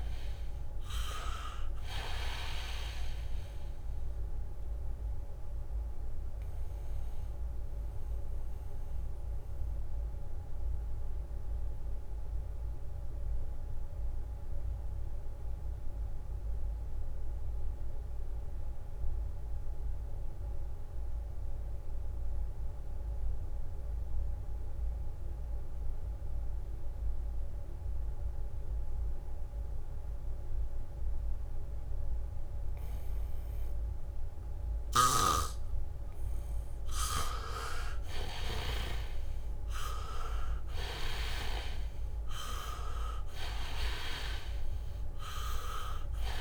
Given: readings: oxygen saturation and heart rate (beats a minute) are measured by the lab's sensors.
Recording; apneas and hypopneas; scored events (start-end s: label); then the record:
breathing in sleep by a room microphone; 1
0.00-25.00 s: oxygen desaturation (device-marked, oxygen 77% lowest, heart rate 64 extreme)
6.00-34.50 s: obstructive apnea (oxygen 99% before, 77% lowest, heart rate 69 before, 64 extreme, up 2 after)
27.00-46.41 s: oxygen desaturation (device-marked, oxygen 99% before, 78% lowest, heart rate 74 before, 63 extreme)
35.00-39.00 s: snoring (device-marked)
37.50-38.50 s: leg movement (device-marked)
38.00-42.00 s: arousal
41.00-43.50 s: leg movement (device-marked)
From the record:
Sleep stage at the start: N2 (light sleep); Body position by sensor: on the back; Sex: male